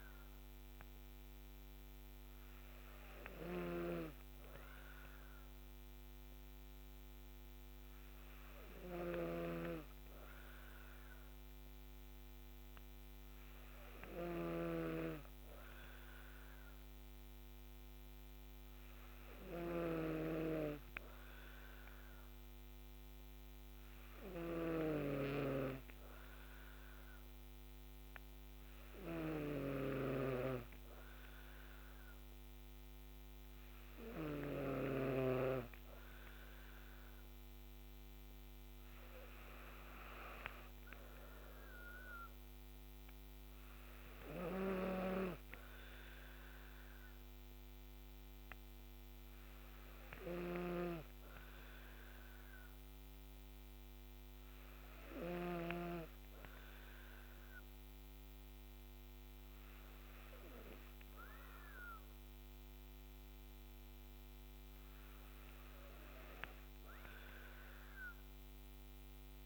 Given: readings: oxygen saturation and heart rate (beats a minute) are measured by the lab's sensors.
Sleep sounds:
breathing in sleep by a microphone on the trachea; none
19.50-35.00 s: snoring (device-marked)
50.00-55.50 s: snoring (device-marked)
From the record:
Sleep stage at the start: N2 (light sleep); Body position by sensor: on the back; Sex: female

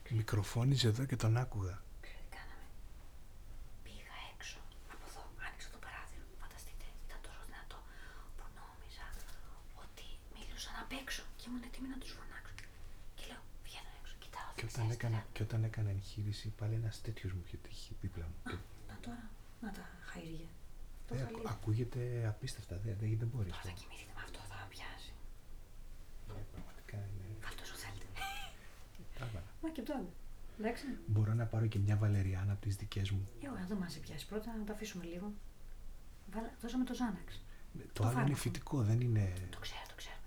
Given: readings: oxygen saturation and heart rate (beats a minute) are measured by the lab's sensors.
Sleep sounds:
a person awake in a sleep study, by a room microphone; none
none scored
From the record:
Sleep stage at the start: awake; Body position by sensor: on the right side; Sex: male

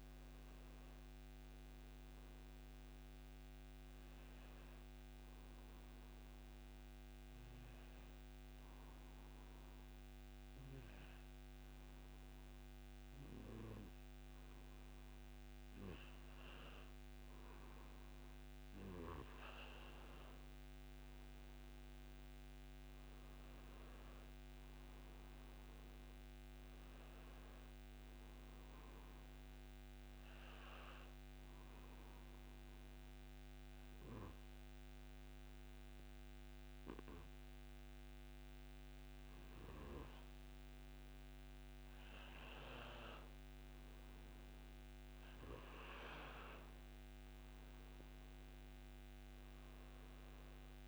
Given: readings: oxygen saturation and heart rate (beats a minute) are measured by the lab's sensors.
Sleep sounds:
breathing in sleep by a microphone on the trachea; 2
0.00-2.00 s: oxygen desaturation (device-marked, oxygen 93% lowest)
6.50-18.00 s: central apnea (oxygen 97% before, 91% lowest)
20.00-39.00 s: oxygen desaturation (device-marked, oxygen 95% before, 91% lowest)
22.00-26.50 s: arousal
31.50-44.00 s: obstructive apnea (oxygen 95% before, 91% lowest)
47.50-50.50 s: arousal
From the record:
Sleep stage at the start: N2 (light sleep); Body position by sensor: on the back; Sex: male

